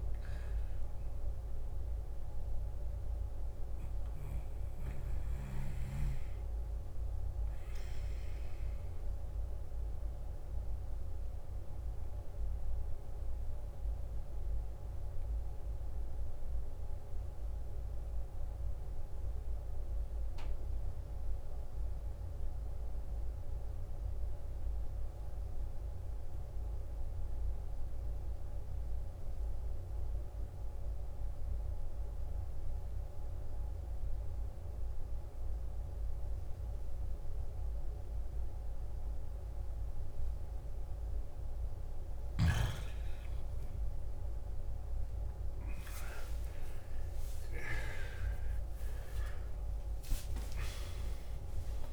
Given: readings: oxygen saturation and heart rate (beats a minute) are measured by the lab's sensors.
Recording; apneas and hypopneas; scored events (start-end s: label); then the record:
breathing in sleep, hard to hear, by a room microphone; 1
0.00-13.00 s: oxygen desaturation (device-marked, oxygen 92% lowest, heart rate 55 extreme)
8.00-41.50 s: mixed apnea (oxygen 99% before, 90% lowest, heart rate 63 before, 54 extreme, up 15 after)
30.00-51.93 s: oxygen desaturation (device-marked, oxygen 98% before, 92% lowest, heart rate 57 before, 54 extreme)
46.50-51.93 s: arousal
From the record:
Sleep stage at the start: N2 (light sleep); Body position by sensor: on the left side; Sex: male